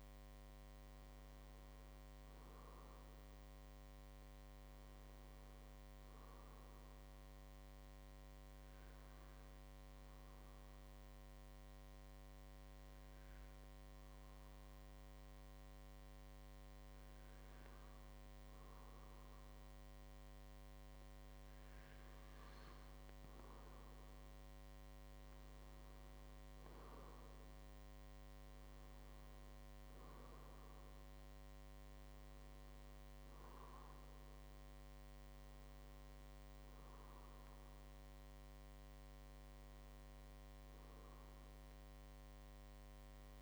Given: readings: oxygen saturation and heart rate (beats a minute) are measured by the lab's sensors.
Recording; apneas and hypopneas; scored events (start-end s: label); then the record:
breathing in sleep, hard to hear, by a microphone on the trachea; 1
0.50-4.00 s: arousal
2.50-43.42 s: new sleep stage, N2 (light sleep)
6.00-20.00 s: obstructive apnea (oxygen 96% before, 95% lowest)
23.50-27.00 s: arousal
From the record:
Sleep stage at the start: N1 (lightest sleep); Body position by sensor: on the back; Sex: male